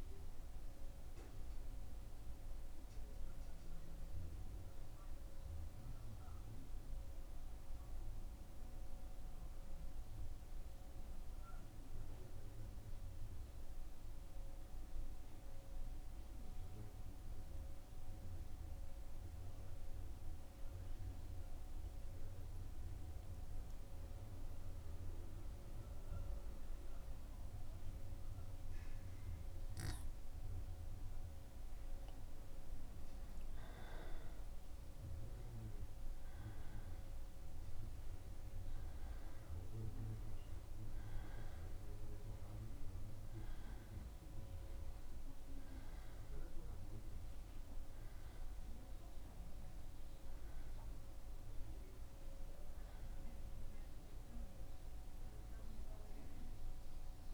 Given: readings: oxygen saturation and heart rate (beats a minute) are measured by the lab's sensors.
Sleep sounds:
breathing in sleep, hard to hear, by a room microphone; 1
1.00-31.00 s: mixed apnea (oxygen 96% before, 93% lowest, heart rate 77 before, 75 extreme, up 0 after)
32.50-37.50 s: arousal
From the record:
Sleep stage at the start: N2 (light sleep); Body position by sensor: on the back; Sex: male

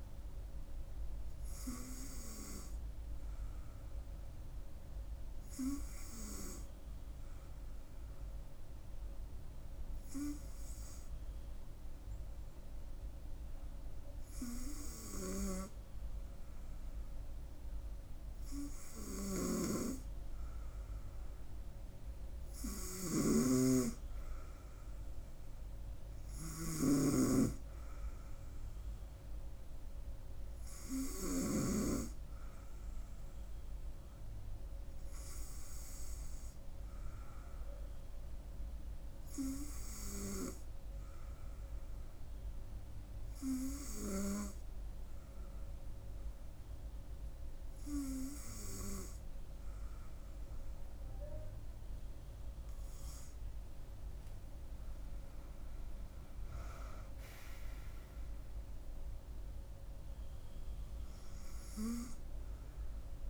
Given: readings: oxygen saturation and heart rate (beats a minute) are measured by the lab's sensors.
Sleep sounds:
breathing in sleep by a room microphone; 2
3.00-17.50 s: hypopnea (oxygen 96% before, 95% lowest, heart rate 69 before, 66 extreme, up 4 after)
20.00-23.50 s: arousal
34.00-51.00 s: hypopnea (oxygen 97% before, 95% lowest, heart rate 70 before, 66 extreme, up 6 after)
53.00-56.00 s: arousal
From the record:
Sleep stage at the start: N2 (light sleep); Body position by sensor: on the front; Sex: female

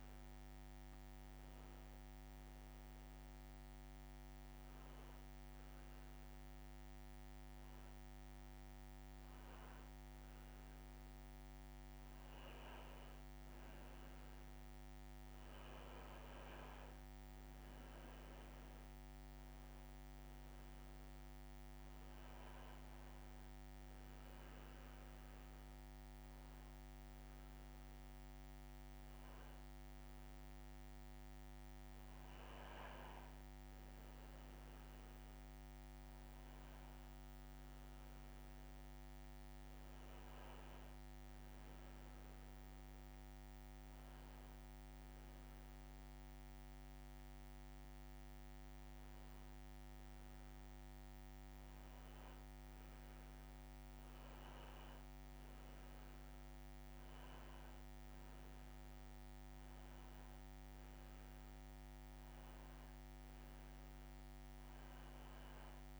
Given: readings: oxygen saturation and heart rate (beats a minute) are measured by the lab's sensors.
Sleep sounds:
breathing in sleep, hard to hear, by a microphone on the trachea; none
63.00-66.00 s: arousal
From the record:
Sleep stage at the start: N2 (light sleep); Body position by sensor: on the back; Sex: male

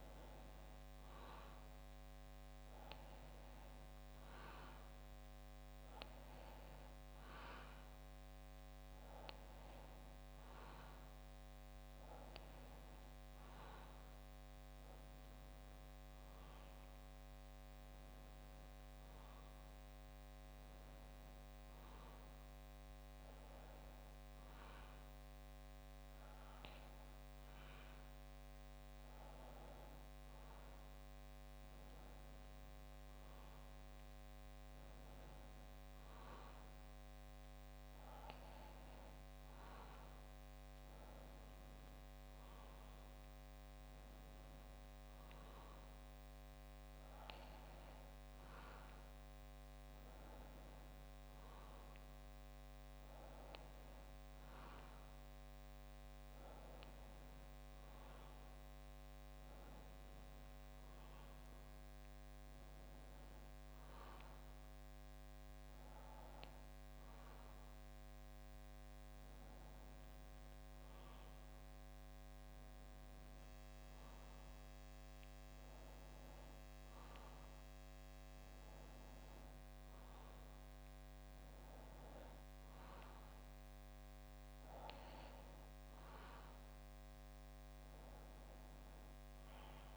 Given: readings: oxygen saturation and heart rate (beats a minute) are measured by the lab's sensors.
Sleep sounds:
breathing in sleep, hard to hear, by a microphone on the trachea; none
65.50-68.50 s: bradycardia (device-marked, heart rate 64 before, 61 extreme)
From the record:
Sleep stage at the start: N2 (light sleep); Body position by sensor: on the back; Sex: male

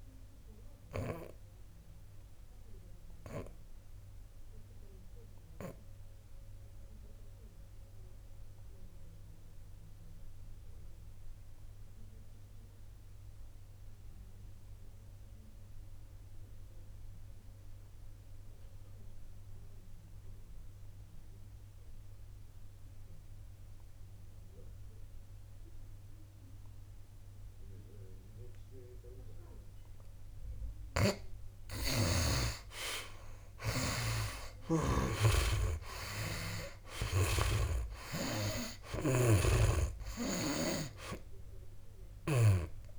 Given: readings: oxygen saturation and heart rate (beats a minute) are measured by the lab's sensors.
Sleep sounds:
breathing in sleep by a room microphone; 1
0.00-28.00 s: oxygen desaturation (device-marked, oxygen 96% before, 76% lowest, heart rate 68 before, 62 extreme)
1.00-30.50 s: obstructive apnea (oxygen 96% before, 75% lowest, heart rate 69 before, 62 extreme, up 12 after)
32.00-35.50 s: snoring (device-marked)
34.00-38.00 s: arousal
37.50-41.00 s: snoring (device-marked)
40.00-42.99 s: oxygen desaturation (device-marked, oxygen 97% before, 75% lowest, heart rate 66 before, 66 extreme)
From the record:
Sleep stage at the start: N2 (light sleep); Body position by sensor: on the back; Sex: male

